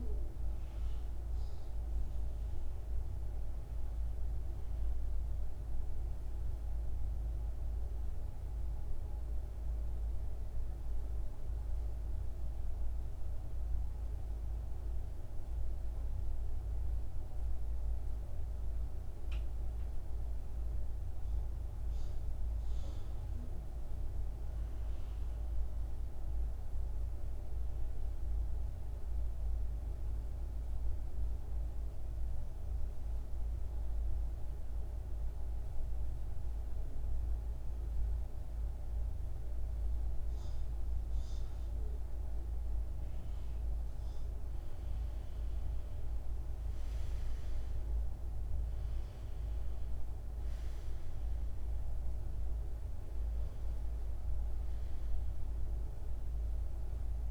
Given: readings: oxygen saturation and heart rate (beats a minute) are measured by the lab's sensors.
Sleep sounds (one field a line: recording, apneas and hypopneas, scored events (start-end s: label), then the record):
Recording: breathing in sleep, hard to hear, by a room microphone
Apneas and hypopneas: 2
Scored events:
11.00-22.00 s: central apnea (oxygen 99% before, 87% lowest, heart rate 69 before, 55 extreme, up 4 after)
23.00-26.50 s: arousal
25.50-57.31 s: new sleep stage, N2 (light sleep)
30.50-38.50 s: oxygen desaturation (device-marked, oxygen 98% before, 94% lowest, heart rate 58 before, 56 extreme)
31.50-44.00 s: central apnea (oxygen 99% before, 87% lowest, heart rate 58 before, 55 extreme, up 11 after)
46.00-49.50 s: arousal
47.50-57.31 s: oxygen desaturation (device-marked, oxygen 96% before, 87% lowest, heart rate 57 before, 55 extreme)
From the record:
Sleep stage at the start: N1 (lightest sleep)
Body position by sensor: on the back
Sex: male